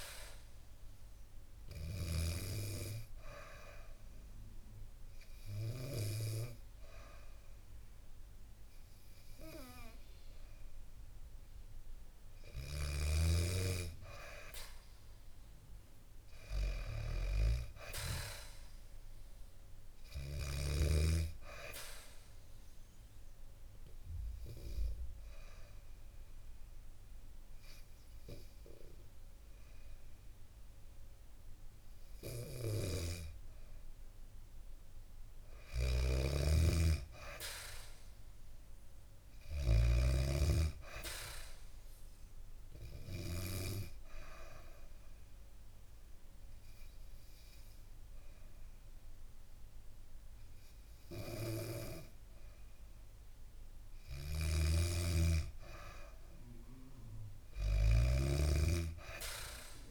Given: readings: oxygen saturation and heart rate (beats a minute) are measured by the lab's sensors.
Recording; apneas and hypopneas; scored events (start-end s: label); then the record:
breathing in sleep by a room microphone; 3
0.00-2.00 s: snoring (device-marked)
2.00-12.00 s: obstructive apnea (oxygen 95% before, 92% lowest, heart rate 72 before, 67 extreme, up 1 after)
2.50-13.50 s: oxygen desaturation (device-marked, oxygen 95% before, 92% lowest, heart rate 72 before, 67 extreme)
15.00-18.00 s: arousal
21.50-33.00 s: obstructive apnea (oxygen 95% before, 92% lowest, heart rate 71 before, 67 extreme, up 1 after)
21.50-34.50 s: oxygen desaturation (device-marked, oxygen 95% before, 92% lowest, heart rate 71 before, 67 extreme)
35.50-38.00 s: arousal
35.50-39.50 s: snoring (device-marked)
39.50-52.50 s: oxygen desaturation (device-marked, oxygen 97% before, 92% lowest, heart rate 71 before, 69 extreme)
42.50-53.00 s: obstructive apnea (oxygen 97% before, 92% lowest, heart rate 71 before, 69 extreme, up 1 after)
54.00-57.50 s: arousal
54.00-59.91 s: snoring (device-marked)
From the record:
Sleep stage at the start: N2 (light sleep); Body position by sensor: on the back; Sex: female